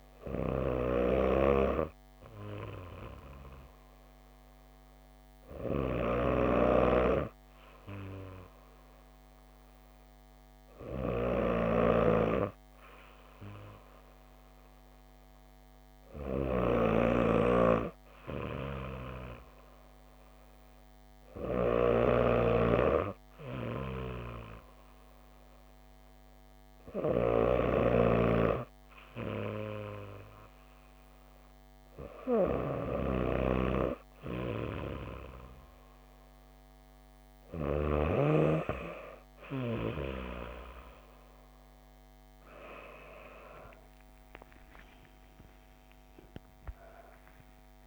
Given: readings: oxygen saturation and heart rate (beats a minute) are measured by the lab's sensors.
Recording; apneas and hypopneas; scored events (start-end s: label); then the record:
breathing in sleep by a microphone on the trachea; none
11.00-27.50 s: snoring (device-marked)
43.00-47.86 s: arousal
From the record:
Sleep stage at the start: N2 (light sleep); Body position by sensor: on the back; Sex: female